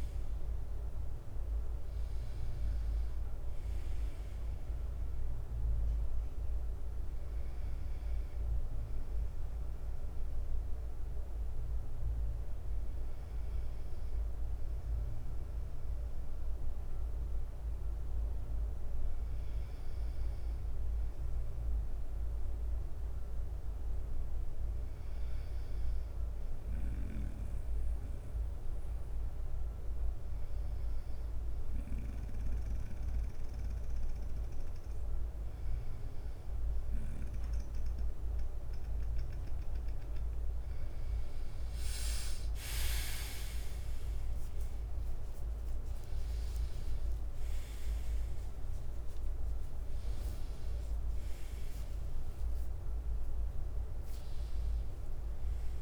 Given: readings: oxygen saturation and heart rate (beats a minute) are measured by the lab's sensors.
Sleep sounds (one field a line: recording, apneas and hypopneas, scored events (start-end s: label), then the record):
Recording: breathing in sleep, hard to hear, by a room microphone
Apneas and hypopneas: none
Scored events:
4.50-16.50 s: bradycardia (device-marked, heart rate 64 before, 57 extreme)
29.50-33.50 s: bradycardia (device-marked, heart rate 64 before, 59 extreme)
45.50-49.50 s: leg movement (device-marked)
45.50-55.82 s: drop in pulse transit time (device-marked, heart rate 62 before, 68 extreme)
52.00-55.82 s: arousal
From the record:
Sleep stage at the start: N2 (light sleep)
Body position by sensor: on the right side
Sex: male